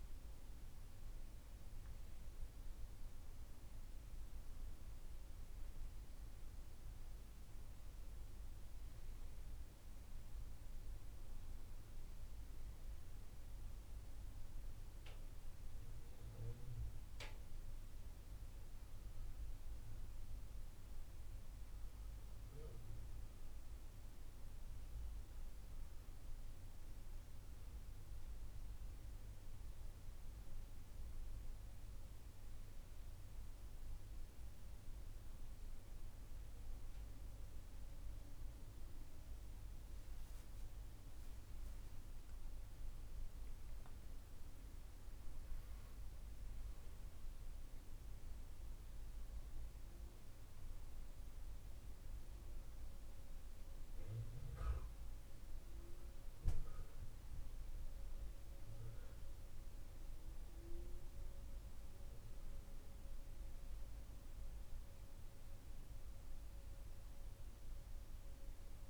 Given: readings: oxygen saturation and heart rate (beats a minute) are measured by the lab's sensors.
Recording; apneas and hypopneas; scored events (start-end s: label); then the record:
breathing in sleep, hard to hear, by a room microphone; 1
14.00-26.50 s: hypopnea (oxygen 99% before, 94% lowest, heart rate 76 before, 72 extreme, up 5 after)
28.50-32.00 s: arousal
29.00-46.00 s: oxygen desaturation (device-marked, oxygen 98% before, 94% lowest, heart rate 73 before, 73 extreme)
From the record:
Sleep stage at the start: N1 (lightest sleep); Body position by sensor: on the back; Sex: male